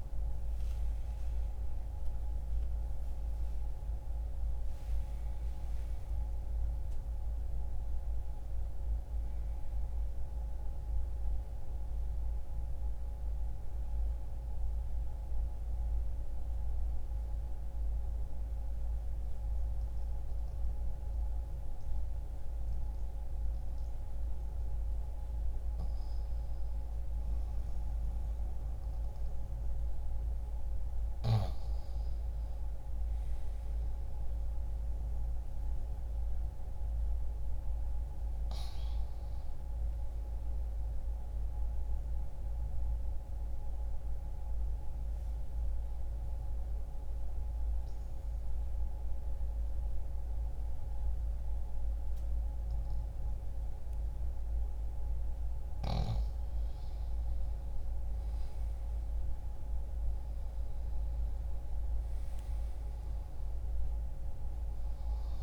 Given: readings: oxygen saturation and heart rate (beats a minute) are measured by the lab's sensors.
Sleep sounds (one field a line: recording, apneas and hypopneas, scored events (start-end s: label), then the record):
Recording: breathing in sleep, hard to hear, by a room microphone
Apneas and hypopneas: 2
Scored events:
0.00-25.00 s: oxygen desaturation (device-marked, oxygen 89% lowest, heart rate 59 extreme)
3.50-8.00 s: arousal
14.00-25.00 s: mixed apnea (oxygen 96% before, 84% lowest, heart rate 63 before, 60 extreme)
24.00-65.43 s: new sleep stage, N2 (light sleep)
27.00-32.50 s: arousal
38.00-56.00 s: oxygen desaturation (device-marked, oxygen 95% before, 88% lowest, heart rate 102 before, 60 extreme)
41.00-54.00 s: obstructive apnea (oxygen 95% before, 84% lowest, heart rate 102 before, 60 extreme, up 0 after)
56.00-61.50 s: arousal
From the record:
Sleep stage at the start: N1 (lightest sleep)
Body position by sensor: on the back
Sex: male